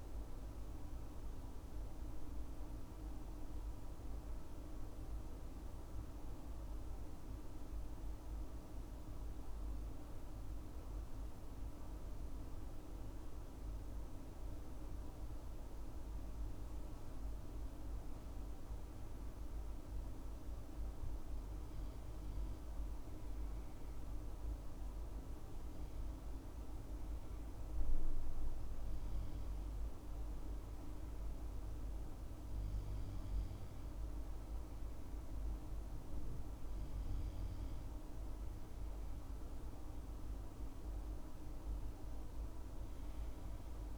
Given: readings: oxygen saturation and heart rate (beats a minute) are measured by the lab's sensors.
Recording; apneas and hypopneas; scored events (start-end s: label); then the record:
breathing in sleep, hard to hear, by a room microphone; 1
3.00-29.50 s: hypopnea (oxygen 97% before, 96% lowest, heart rate 68 before, 64 extreme, up 1 after)
31.50-34.50 s: arousal
From the record:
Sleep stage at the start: N2 (light sleep); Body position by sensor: on the left side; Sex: male